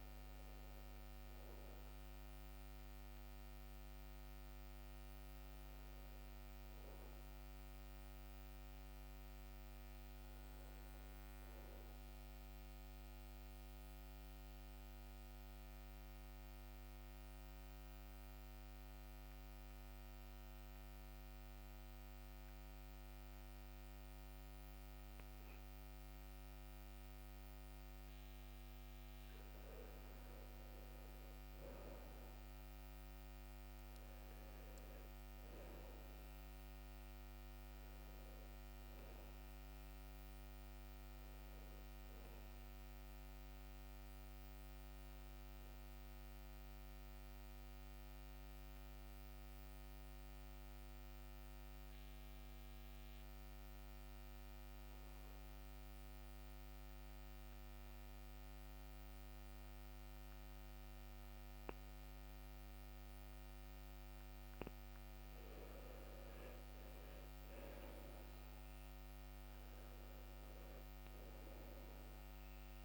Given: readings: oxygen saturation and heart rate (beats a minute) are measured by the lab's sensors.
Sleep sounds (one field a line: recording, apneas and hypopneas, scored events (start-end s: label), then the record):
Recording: breathing in sleep, hard to hear, by a microphone on the trachea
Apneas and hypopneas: 2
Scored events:
13.50-29.50 s: obstructive apnea (oxygen 98% before, 93% lowest, heart rate 68 before, 65 extreme, up 6 after)
31.50-35.50 s: arousal
37.00-63.00 s: oxygen desaturation (device-marked, oxygen 96% before, 93% lowest, heart rate 67 before, 64 extreme)
46.50-65.00 s: obstructive apnea (oxygen 97% before, 92% lowest, heart rate 69 before, 64 extreme, up 6 after)
66.50-71.00 s: arousal
From the record:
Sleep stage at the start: N2 (light sleep)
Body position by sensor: on the back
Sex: male